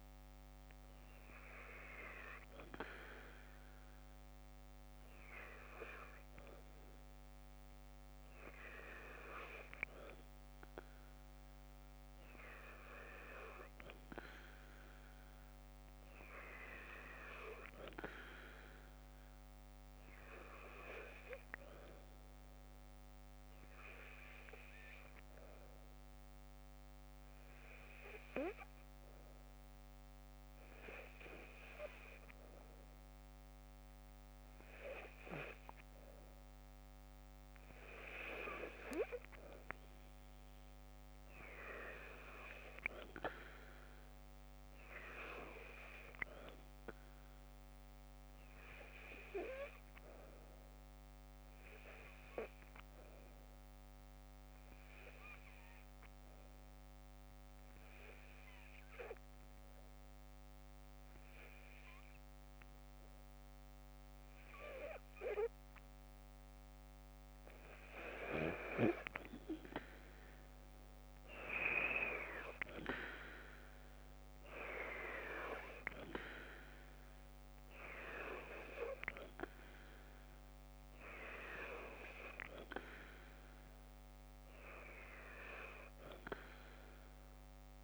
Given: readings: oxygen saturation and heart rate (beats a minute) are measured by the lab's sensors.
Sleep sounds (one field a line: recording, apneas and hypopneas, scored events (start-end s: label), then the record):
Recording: breathing in sleep by a microphone on the trachea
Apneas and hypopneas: 1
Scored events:
54.50-67.00 s: hypopnea (oxygen 95% before, 92% lowest, heart rate 54 before, 52 extreme, up 4 after)
70.00-73.50 s: arousal
From the record:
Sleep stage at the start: N2 (light sleep)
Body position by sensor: on the left side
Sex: female